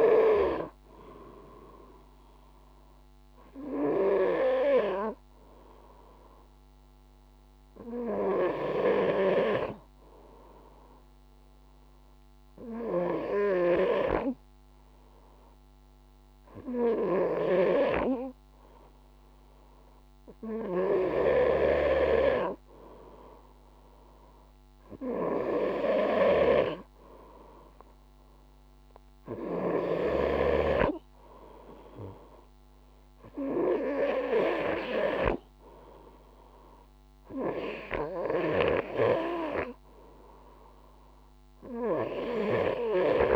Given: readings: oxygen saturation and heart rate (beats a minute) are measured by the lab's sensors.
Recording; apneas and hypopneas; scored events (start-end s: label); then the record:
breathing in sleep by a microphone on the trachea; 1
9.50-22.00 s: hypopnea (oxygen 96% before, 94% lowest, heart rate 57 before, 52 extreme, up 0 after)
24.50-28.00 s: arousal
From the record:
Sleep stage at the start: N2 (light sleep); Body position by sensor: on the front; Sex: male